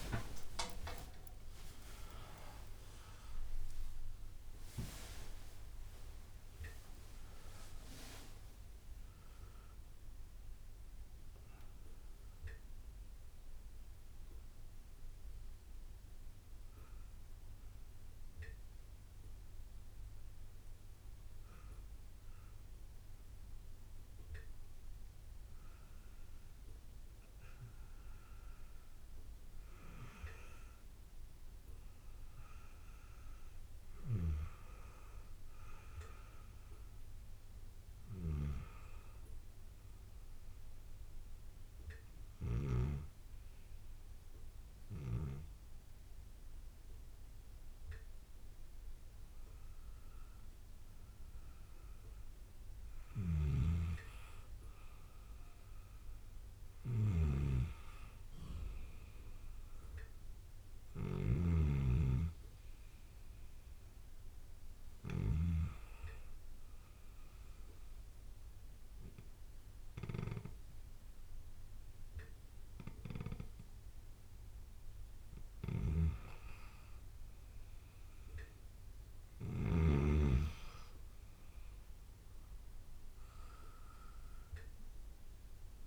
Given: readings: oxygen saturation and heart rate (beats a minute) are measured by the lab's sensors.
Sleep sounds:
breathing in sleep by a room microphone; 2
0.00-25.00 s: oxygen desaturation (device-marked, oxygen 82% lowest)
16.00-23.00 s: bradycardia (device-marked)
33.00-41.00 s: bradycardia (device-marked)
38.00-43.00 s: snoring (device-marked)
41.00-51.50 s: hypopnea (oxygen 100% before, 94% lowest)
46.00-59.00 s: bradycardia (device-marked)
53.00-65.50 s: snoring (device-marked)
56.00-85.87 s: new sleep stage, N2 (light sleep)
56.50-60.50 s: arousal
58.00-70.00 s: oxygen desaturation (device-marked, oxygen 97% before, 94% lowest)
60.00-71.00 s: bradycardia (device-marked)
66.50-76.50 s: obstructive apnea (oxygen 97% before, 94% lowest)
72.00-85.87 s: bradycardia (device-marked)
75.50-80.00 s: snoring (device-marked)
79.50-84.00 s: arousal
From the record:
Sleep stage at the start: N1 (lightest sleep); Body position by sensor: on the back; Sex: male

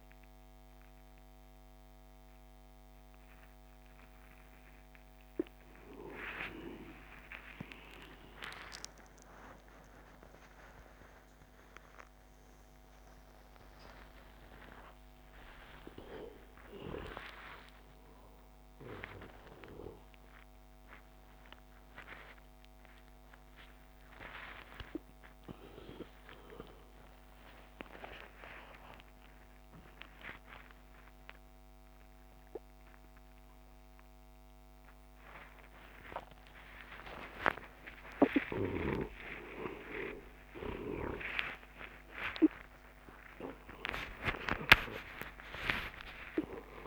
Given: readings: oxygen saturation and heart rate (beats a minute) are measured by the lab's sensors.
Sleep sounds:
a person awake in a sleep study, by a microphone on the trachea; none
42.00-46.87 s: new sleep stage, N1 (lightest sleep)
From the record:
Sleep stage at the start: awake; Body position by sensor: on the back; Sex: male

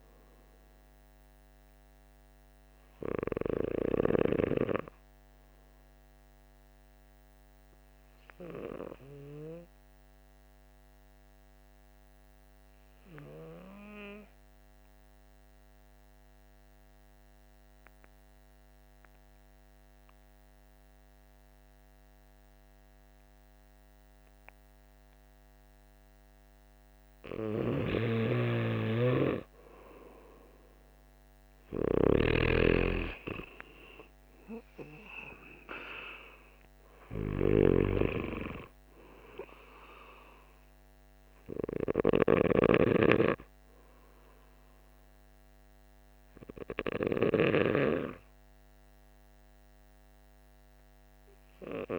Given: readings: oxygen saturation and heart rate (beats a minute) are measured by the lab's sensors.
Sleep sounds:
breathing in sleep by a microphone on the trachea; 1
0.00-13.00 s: oxygen desaturation (device-marked, oxygen 88% lowest, heart rate 48 extreme)
14.00-27.00 s: obstructive apnea (oxygen 98% before, 87% lowest, heart rate 50 before, 47 extreme, up 7 after)
26.00-51.99 s: oxygen desaturation (device-marked, oxygen 99% before, 90% lowest, heart rate 49 before, 47 extreme)
27.50-47.50 s: snoring (device-marked)
29.00-32.50 s: arousal
From the record:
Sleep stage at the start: N2 (light sleep); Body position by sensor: on the back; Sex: male

